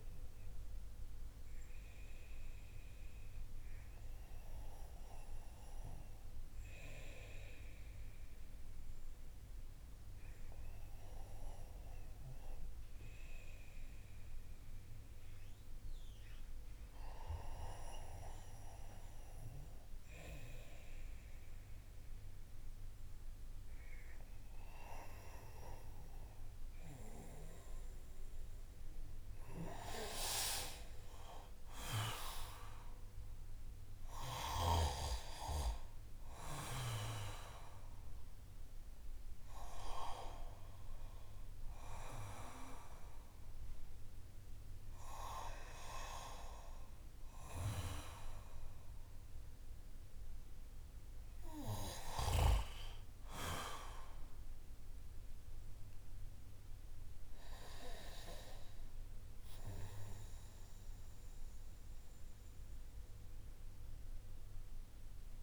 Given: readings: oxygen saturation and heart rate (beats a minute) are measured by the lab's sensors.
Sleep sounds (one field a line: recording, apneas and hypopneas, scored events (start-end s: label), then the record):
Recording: breathing in sleep by a room microphone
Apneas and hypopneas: none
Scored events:
29.50-35.00 s: arousal
From the record:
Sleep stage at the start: REM sleep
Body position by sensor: on the back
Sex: male